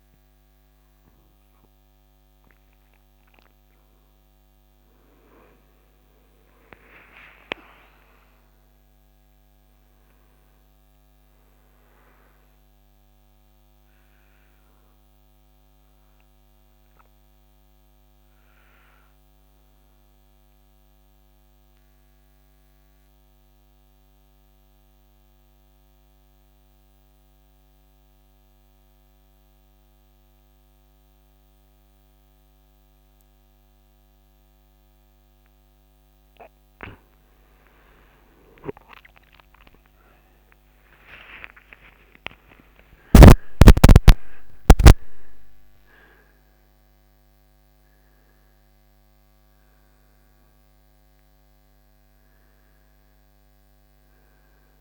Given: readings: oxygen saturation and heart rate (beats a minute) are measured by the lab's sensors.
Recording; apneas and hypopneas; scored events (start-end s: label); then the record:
breathing in sleep by a microphone on the trachea; 1
7.00-11.50 s: arousal
14.50-28.50 s: oxygen desaturation (device-marked, oxygen 99% before, 95% lowest, heart rate 72 before, 66 extreme)
21.00-36.50 s: obstructive apnea (oxygen 99% before, 91% lowest, heart rate 72 before, 66 extreme, up 33 after)
39.50-45.00 s: arousal
40.50-54.81 s: oxygen desaturation (device-marked, oxygen 97% before, 94% lowest, heart rate 68 before, 68 extreme)
From the record:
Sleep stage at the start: N2 (light sleep); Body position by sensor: on the right side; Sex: male